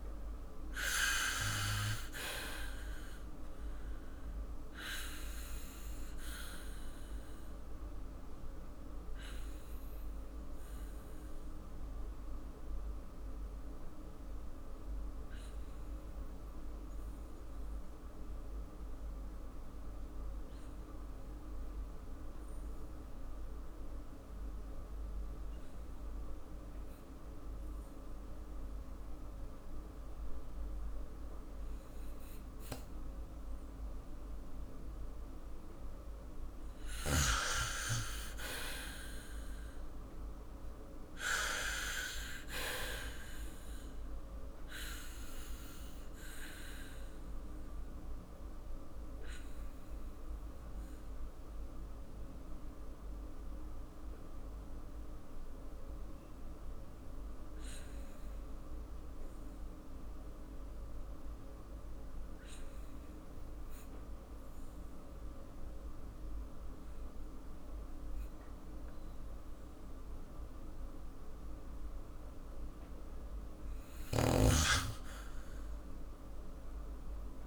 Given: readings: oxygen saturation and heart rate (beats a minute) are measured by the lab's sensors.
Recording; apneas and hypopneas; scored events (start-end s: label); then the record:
breathing in sleep by a room microphone; 2
0.00-1.00 s: arousal
6.50-34.00 s: obstructive apnea (oxygen 98% before, 94% lowest, heart rate 53 before, 45 extreme, up 6 after)
28.00-42.00 s: oxygen desaturation (device-marked, oxygen 98% before, 95% lowest, heart rate 49 before, 45 extreme)
37.50-41.50 s: arousal
42.00-44.00 s: long interval between heartbeats (device-marked, heart rate 52 before, 64 extreme)
45.50-73.00 s: obstructive apnea (oxygen 98% before, 92% lowest, heart rate 55 before, 45 extreme, up 7 after)
73.00-77.47 s: oxygen desaturation (device-marked, oxygen 97% before, 94% lowest, heart rate 47 before, 47 extreme)
76.00-77.47 s: arousal
From the record:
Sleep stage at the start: N2 (light sleep); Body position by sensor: on the back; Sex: male